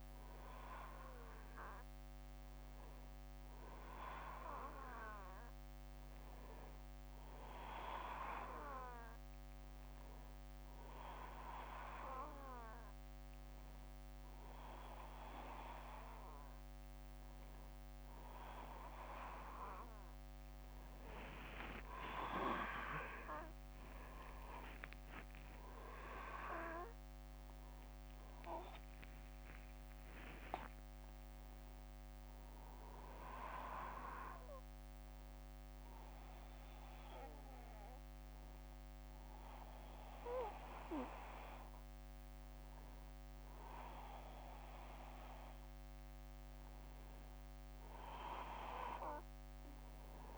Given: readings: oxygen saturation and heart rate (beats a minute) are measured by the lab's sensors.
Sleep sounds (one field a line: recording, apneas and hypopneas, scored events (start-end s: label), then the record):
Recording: breathing in sleep by a microphone on the trachea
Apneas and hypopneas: none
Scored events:
20.50-24.50 s: arousal
From the record:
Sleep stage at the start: N1 (lightest sleep)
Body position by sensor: on the back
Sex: male